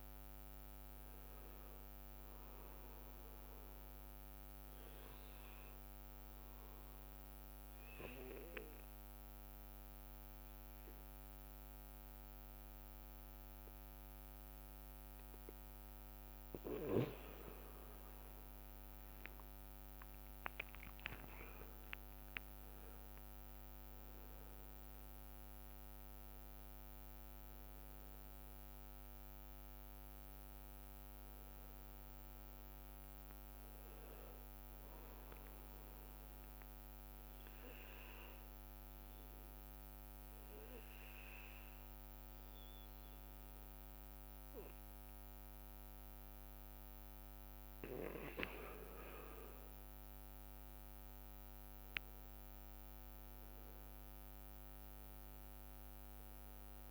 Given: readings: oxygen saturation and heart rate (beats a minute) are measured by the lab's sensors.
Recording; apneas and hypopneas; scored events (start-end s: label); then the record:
breathing in sleep by a microphone on the trachea; 2
3.00-5.00 s: long interval between heartbeats (device-marked, heart rate 58 before, 61 extreme)
4.50-17.00 s: obstructive apnea (oxygen 98% before, 95% lowest, heart rate 60 before, 52 extreme, up 13 after)
18.50-23.00 s: arousal
25.50-46.50 s: oxygen desaturation (device-marked, oxygen 99% before, 95% lowest, heart rate 58 before, 48 extreme)
36.00-49.00 s: mixed apnea (oxygen 99% before, 94% lowest, heart rate 60 before, 48 extreme, up 4 after)
50.50-54.50 s: arousal
From the record:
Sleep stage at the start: N2 (light sleep); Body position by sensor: on the back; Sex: male